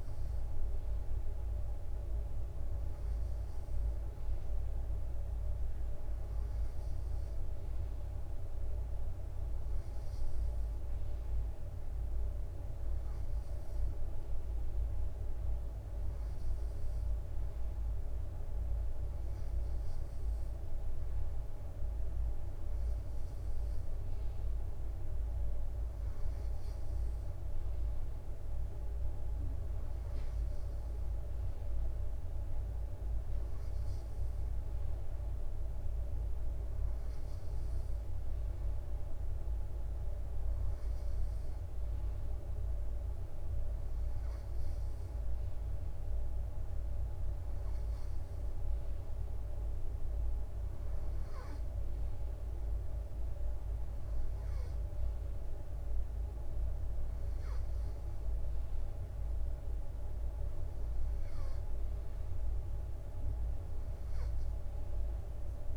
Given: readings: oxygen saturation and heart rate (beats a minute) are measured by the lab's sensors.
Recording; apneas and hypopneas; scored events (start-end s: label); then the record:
breathing in sleep, hard to hear, by a room microphone; none
none scored
From the record:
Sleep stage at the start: N2 (light sleep); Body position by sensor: on the right side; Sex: male